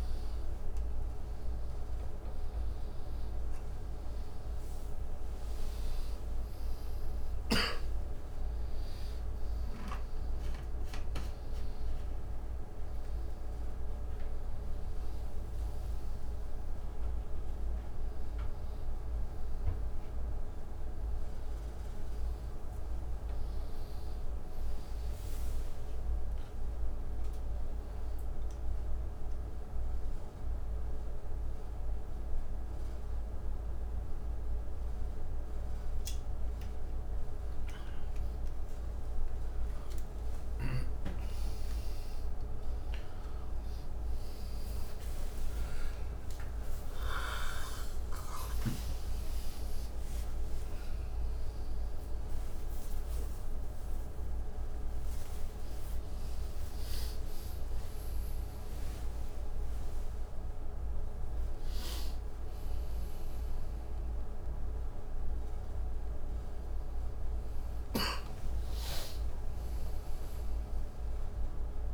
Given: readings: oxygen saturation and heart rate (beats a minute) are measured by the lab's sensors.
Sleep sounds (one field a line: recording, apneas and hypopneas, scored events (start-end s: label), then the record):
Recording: a person awake in a sleep study, hard to hear, by a room microphone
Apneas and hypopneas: none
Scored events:
55.00-67.00 s: oxygen desaturation (device-marked, oxygen 95% before, 92% lowest, heart rate 121 before, 62 extreme)
From the record:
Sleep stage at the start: awake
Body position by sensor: on the right side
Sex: male